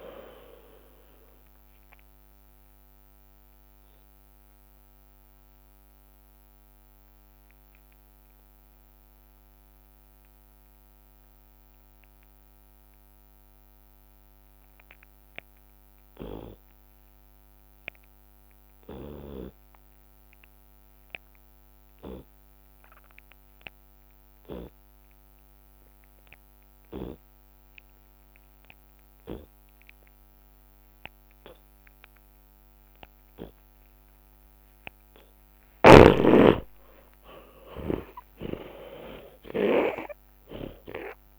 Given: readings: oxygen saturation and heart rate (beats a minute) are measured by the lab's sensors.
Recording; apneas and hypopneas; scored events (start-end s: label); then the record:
breathing in sleep by a microphone on the trachea; 1
0.00-4.50 s: tachycardia (device-marked, heart rate 166 extreme)
0.00-5.50 s: oxygen desaturation (device-marked, oxygen 80% lowest)
0.00-19.50 s: drop in pulse transit time (device-marked)
4.00-34.50 s: obstructive apnea (oxygen 96% before, 75% lowest)
16.50-18.50 s: long interval between heartbeats (device-marked, heart rate 93 before, 69 extreme)
17.50-26.50 s: oxygen desaturation (device-marked, oxygen 94% before, 76% lowest, heart rate 88 before, 55 extreme)
26.50-28.50 s: long interval between heartbeats (device-marked, heart rate 54 before, 85 extreme)
26.50-31.50 s: tachycardia (device-marked, heart rate 81 before, 109 extreme)
29.50-31.50 s: long interval between heartbeats (device-marked, heart rate 59 before, 107 extreme)
31.50-33.50 s: long interval between heartbeats (device-marked, heart rate 68 before, 107 extreme)
32.50-35.50 s: tachycardia (device-marked, heart rate 81 before, 107 extreme)
34.00-36.00 s: long interval between heartbeats (device-marked, heart rate 77 before, 95 extreme)
36.00-40.00 s: arousal
37.50-39.50 s: long interval between heartbeats (device-marked, heart rate 86 before, 95 extreme)
39.50-41.39 s: long interval between heartbeats (device-marked, heart rate 90 before, 95 extreme)
From the record:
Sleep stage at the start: N2 (light sleep); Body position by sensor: on the left side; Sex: male